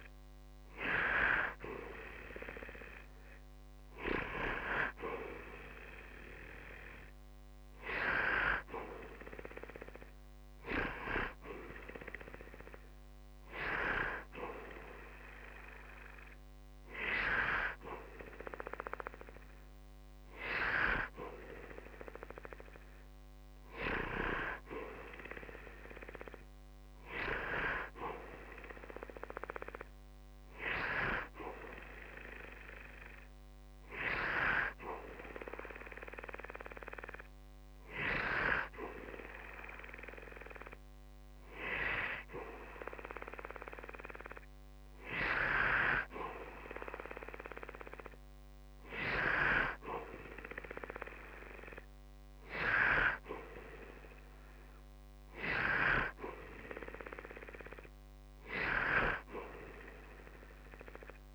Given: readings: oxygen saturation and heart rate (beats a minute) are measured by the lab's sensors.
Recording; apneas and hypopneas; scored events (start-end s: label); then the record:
breathing in sleep by a microphone on the trachea; none
0.00-1.00 s: arousal
From the record:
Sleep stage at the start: N2 (light sleep); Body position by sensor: on the back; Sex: male